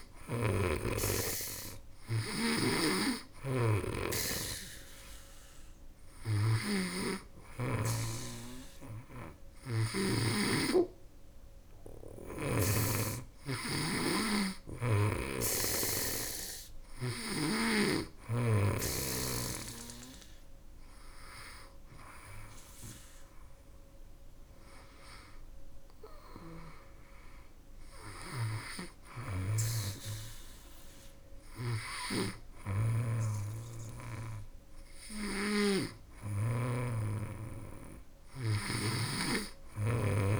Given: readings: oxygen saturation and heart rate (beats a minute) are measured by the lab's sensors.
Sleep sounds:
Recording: breathing in sleep by a room microphone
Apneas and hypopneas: none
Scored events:
1.50-9.50 s: snoring (device-marked)
27.50-40.40 s: snoring (device-marked)
From the record:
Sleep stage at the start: N2 (light sleep)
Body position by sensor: on the back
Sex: female

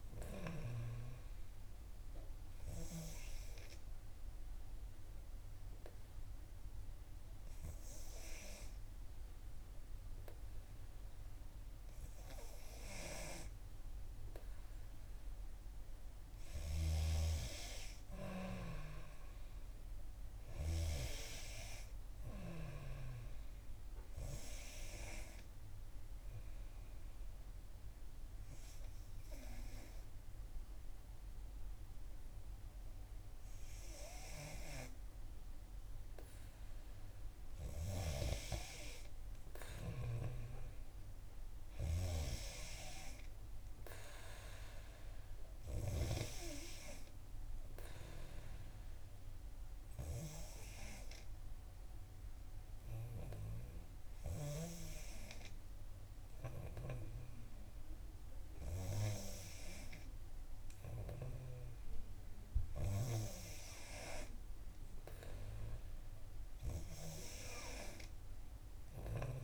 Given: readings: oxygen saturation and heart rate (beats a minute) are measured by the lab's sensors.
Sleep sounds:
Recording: breathing in sleep by a room microphone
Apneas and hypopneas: 2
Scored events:
3.50-16.00 s: obstructive apnea (oxygen 92% before, 90% lowest, heart rate 64 before, 59 extreme, up 6 after)
18.50-21.50 s: arousal
23.50-36.50 s: oxygen desaturation (device-marked, oxygen 93% before, 90% lowest, heart rate 62 before, 59 extreme)
27.00-37.00 s: obstructive apnea (oxygen 93% before, 90% lowest, heart rate 62 before, 59 extreme, up 5 after)
39.00-42.50 s: arousal
From the record:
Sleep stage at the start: N2 (light sleep)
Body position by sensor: on the back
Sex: female

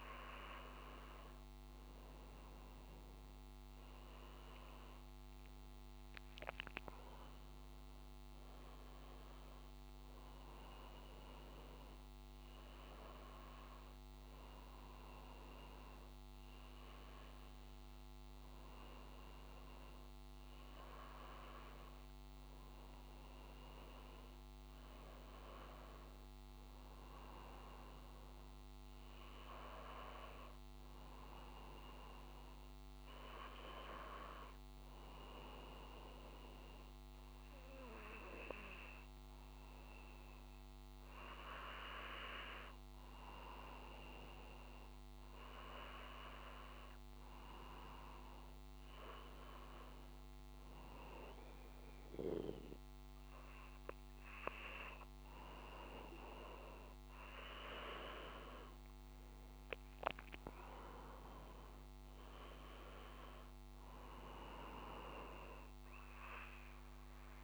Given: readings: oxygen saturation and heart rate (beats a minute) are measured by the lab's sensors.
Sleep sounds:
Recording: breathing in sleep by a microphone on the trachea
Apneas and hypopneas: none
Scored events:
none scored
From the record:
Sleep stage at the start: N1 (lightest sleep)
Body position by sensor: on the back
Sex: male

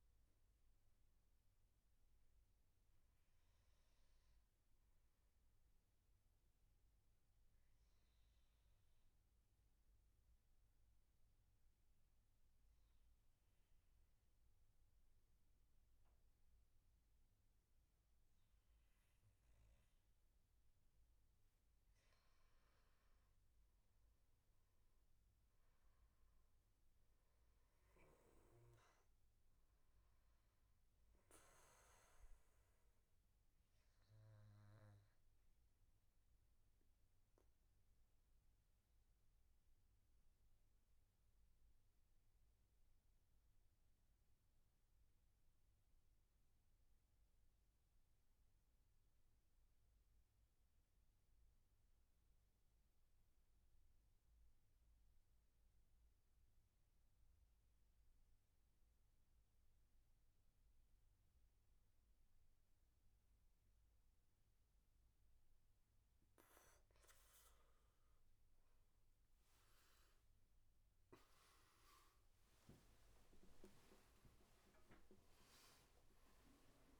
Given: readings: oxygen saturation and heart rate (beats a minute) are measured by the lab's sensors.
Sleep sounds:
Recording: breathing in sleep, hard to hear, by a room microphone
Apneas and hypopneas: 2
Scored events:
2.50-21.00 s: obstructive apnea (oxygen 99% before, 89% lowest, heart rate 74 before, 73 extreme, up 9 after)
19.00-41.00 s: oxygen desaturation (device-marked, oxygen 98% before, 94% lowest, heart rate 74 before, 73 extreme)
22.50-26.00 s: arousal
32.50-64.50 s: obstructive apnea (oxygen 98% before, 89% lowest, heart rate 77 before, 73 extreme, up 16 after)
58.00-77.00 s: oxygen desaturation (device-marked, oxygen 98% before, 89% lowest, heart rate 75 before, 67 extreme)
69.00-75.00 s: arousal
75.00-77.00 s: tachycardia (device-marked, heart rate 74 before, 100 extreme)
From the record:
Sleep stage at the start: N2 (light sleep)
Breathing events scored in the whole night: 223 in 5.4 hours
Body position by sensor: on the back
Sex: male

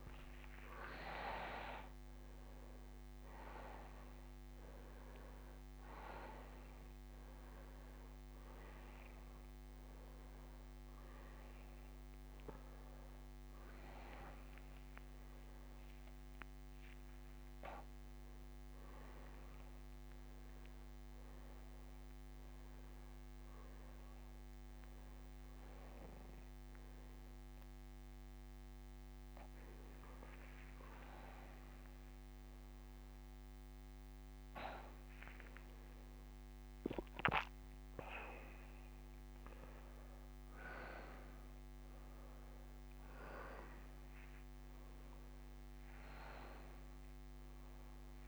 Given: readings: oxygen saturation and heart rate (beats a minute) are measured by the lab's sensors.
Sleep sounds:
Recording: breathing in sleep by a microphone on the trachea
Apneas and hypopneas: none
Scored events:
0.00-17.50 s: oxygen desaturation (device-marked, oxygen 90% lowest, heart rate 73 extreme)
12.00-15.50 s: arousal
From the record:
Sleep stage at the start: N2 (light sleep)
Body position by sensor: upright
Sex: male

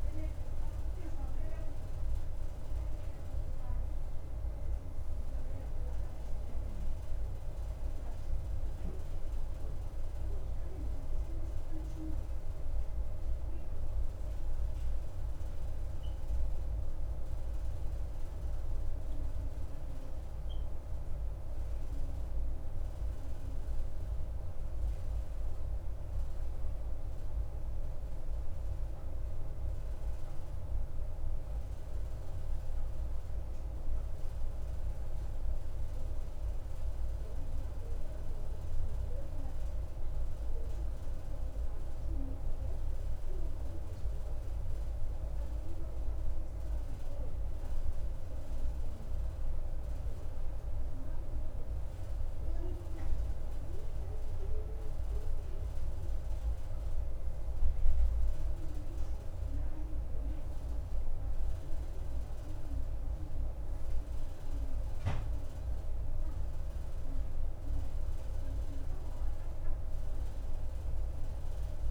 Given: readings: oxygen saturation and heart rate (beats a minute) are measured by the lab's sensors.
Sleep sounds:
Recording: breathing in sleep, hard to hear, by a room microphone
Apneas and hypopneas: none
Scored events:
none scored
From the record:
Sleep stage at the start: N2 (light sleep)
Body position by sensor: on the right side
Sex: male

